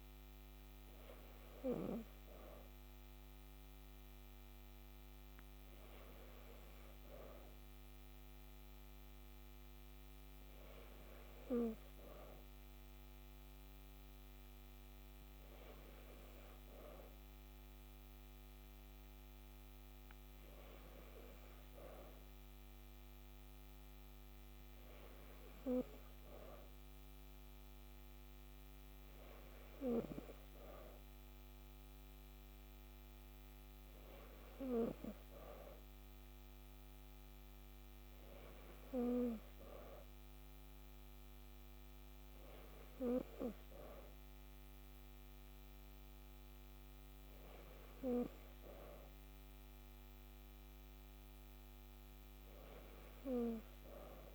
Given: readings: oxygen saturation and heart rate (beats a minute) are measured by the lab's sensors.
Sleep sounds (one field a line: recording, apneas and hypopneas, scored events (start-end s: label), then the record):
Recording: breathing in sleep by a microphone on the trachea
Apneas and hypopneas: none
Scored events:
0.00-6.50 s: oxygen desaturation (device-marked, oxygen 91% lowest, heart rate 56 extreme)
15.50-54.35 s: new sleep stage, N3 (deep sleep)
From the record:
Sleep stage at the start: N2 (light sleep)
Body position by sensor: on the back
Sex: female